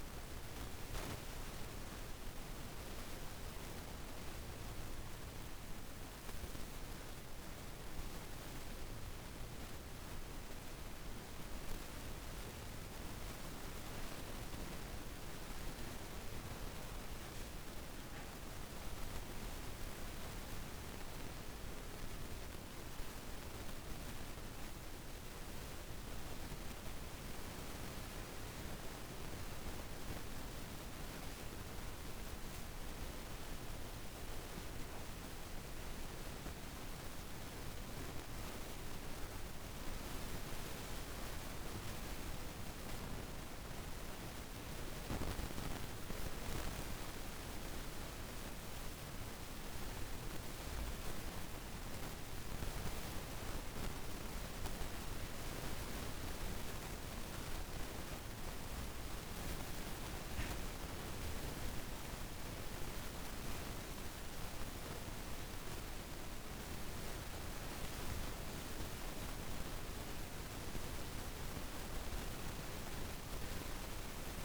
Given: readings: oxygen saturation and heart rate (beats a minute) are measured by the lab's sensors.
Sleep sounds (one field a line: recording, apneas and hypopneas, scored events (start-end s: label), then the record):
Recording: breathing in sleep, hard to hear, by a room microphone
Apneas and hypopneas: none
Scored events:
0.00-6.50 s: oxygen desaturation (device-marked, oxygen 91% lowest, heart rate 54 extreme)
28.50-74.45 s: new sleep stage, N2 (light sleep)
From the record:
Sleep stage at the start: N1 (lightest sleep)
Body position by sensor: on the back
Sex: female